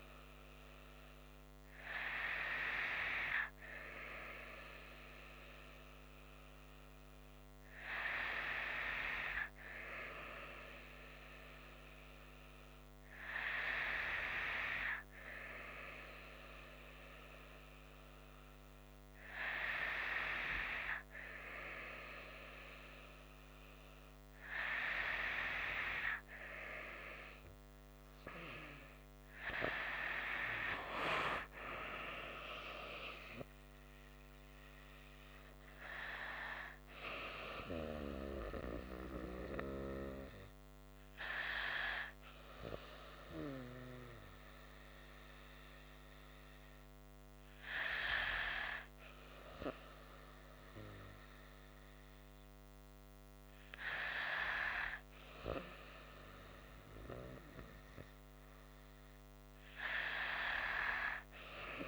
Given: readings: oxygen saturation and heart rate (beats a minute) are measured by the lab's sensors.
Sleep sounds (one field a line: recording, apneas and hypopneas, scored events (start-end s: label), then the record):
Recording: breathing in sleep by a microphone on the trachea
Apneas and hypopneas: 1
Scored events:
32.00-35.00 s: arousal
42.00-56.50 s: hypopnea (oxygen 96% before, 95% lowest, heart rate 65 before, 53 extreme, up 6 after)
59.50-61.88 s: arousal
From the record:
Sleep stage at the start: N2 (light sleep)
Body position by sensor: on the right side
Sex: female